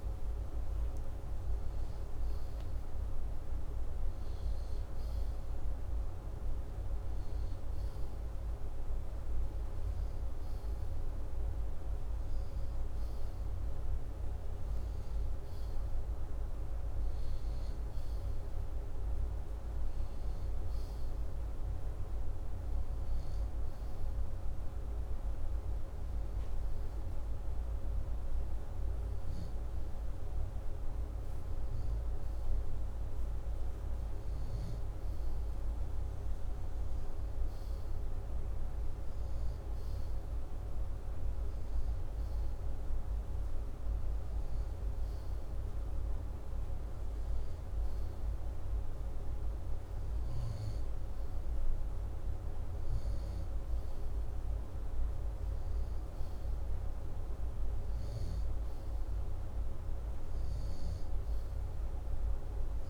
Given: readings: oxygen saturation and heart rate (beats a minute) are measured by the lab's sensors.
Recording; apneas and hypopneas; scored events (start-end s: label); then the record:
breathing in sleep, hard to hear, by a room microphone; none
none scored
From the record:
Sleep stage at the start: N2 (light sleep); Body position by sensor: upright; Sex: male